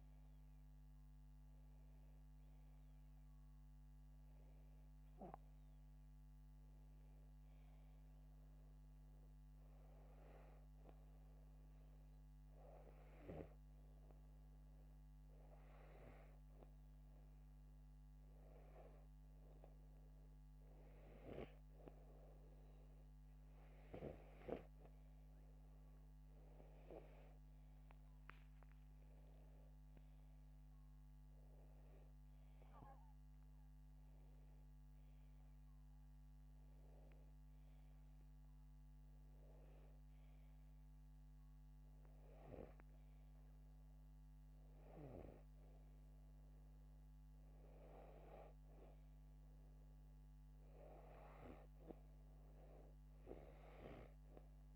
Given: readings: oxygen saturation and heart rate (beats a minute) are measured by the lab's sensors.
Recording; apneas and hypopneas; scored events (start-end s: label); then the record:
breathing in sleep by a microphone on the trachea; none
none scored
From the record:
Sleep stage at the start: N2 (light sleep); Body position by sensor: upright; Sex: male